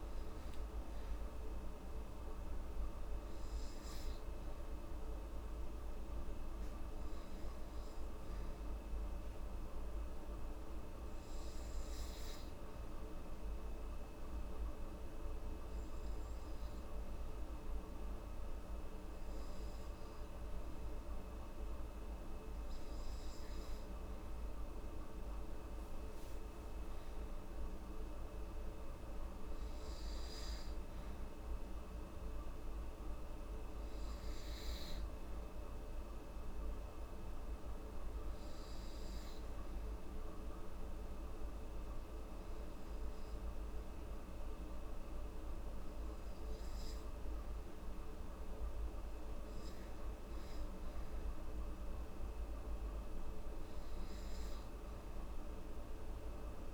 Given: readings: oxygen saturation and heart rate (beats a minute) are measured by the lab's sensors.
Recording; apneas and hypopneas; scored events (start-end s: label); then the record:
breathing in sleep, hard to hear, by a room microphone; 1
0.00-2.50 s: arousal
24.00-27.50 s: arousal
36.50-49.50 s: hypopnea (oxygen 97% before, 95% lowest, heart rate 72 before, 69 extreme, up 5 after)
50.50-54.00 s: arousal
From the record:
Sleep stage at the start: N2 (light sleep); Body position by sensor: on the back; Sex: female